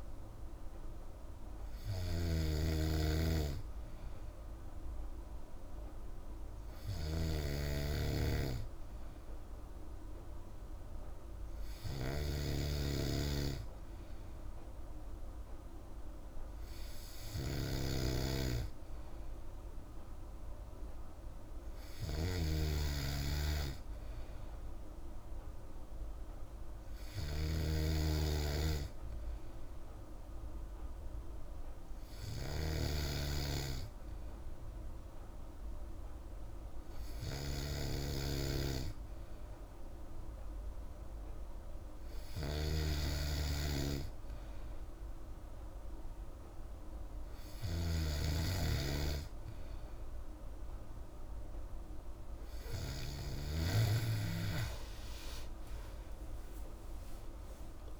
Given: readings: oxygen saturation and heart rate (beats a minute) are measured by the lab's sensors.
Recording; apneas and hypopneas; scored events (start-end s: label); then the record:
breathing in sleep by a room microphone; none
0.00-54.00 s: snoring (device-marked)
56.00-58.00 s: arousal
From the record:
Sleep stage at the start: N3 (deep sleep); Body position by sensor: on the back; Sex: female